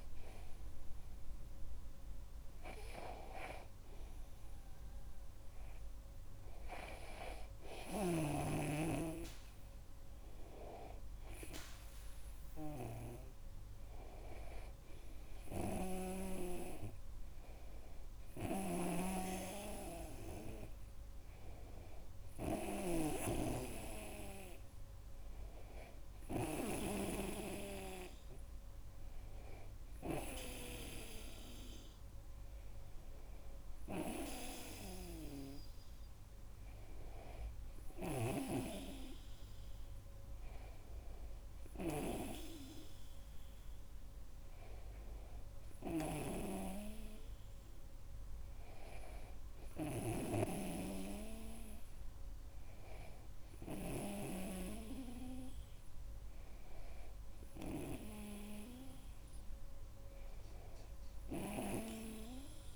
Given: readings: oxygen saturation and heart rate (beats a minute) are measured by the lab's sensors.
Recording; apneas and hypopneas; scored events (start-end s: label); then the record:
breathing in sleep by a room microphone; none
16.00-27.50 s: snoring (device-marked)
38.50-54.50 s: snoring (device-marked)
From the record:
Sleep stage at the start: N2 (light sleep); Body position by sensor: on the back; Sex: male